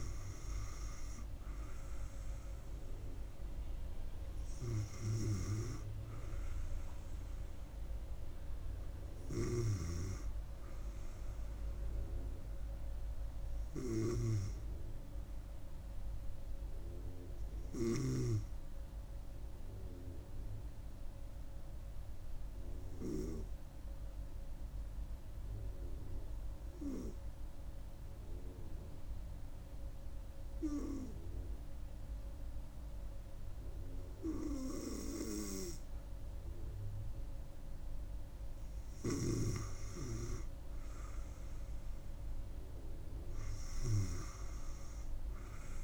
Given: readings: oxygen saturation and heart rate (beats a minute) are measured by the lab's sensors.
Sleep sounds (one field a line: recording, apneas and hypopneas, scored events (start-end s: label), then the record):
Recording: breathing in sleep by a room microphone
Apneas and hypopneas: 1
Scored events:
0.00-1.00 s: arousal
0.00-16.00 s: oxygen desaturation (device-marked, oxygen 96% before, 92% lowest)
18.50-34.00 s: hypopnea (oxygen 96% before, 91% lowest)
34.00-45.84 s: oxygen desaturation (device-marked, oxygen 96% before, 91% lowest)
36.50-40.00 s: arousal
From the record:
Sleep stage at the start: N2 (light sleep)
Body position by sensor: on the right side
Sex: female